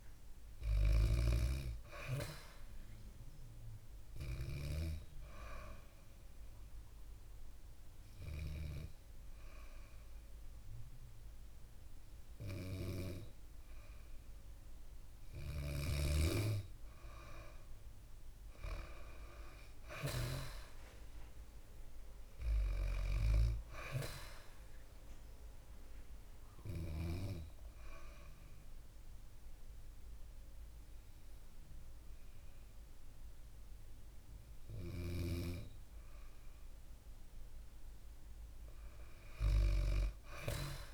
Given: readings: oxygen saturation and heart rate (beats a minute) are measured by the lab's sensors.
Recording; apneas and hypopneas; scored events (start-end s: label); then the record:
breathing in sleep by a room microphone; 2
0.00-2.00 s: arousal
4.50-15.00 s: hypopnea (oxygen 97% before, 95% lowest, heart rate 63 before, 57 extreme, up 4 after)
14.50-19.50 s: snoring (device-marked)
18.00-22.00 s: arousal
25.00-36.50 s: obstructive apnea (oxygen 97% before, 94% lowest, heart rate 63 before, 57 extreme, up 5 after)
29.00-35.00 s: bradycardia (device-marked, heart rate 64 before, 57 extreme)
39.00-40.94 s: arousal
From the record:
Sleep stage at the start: N2 (light sleep); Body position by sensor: on the back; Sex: female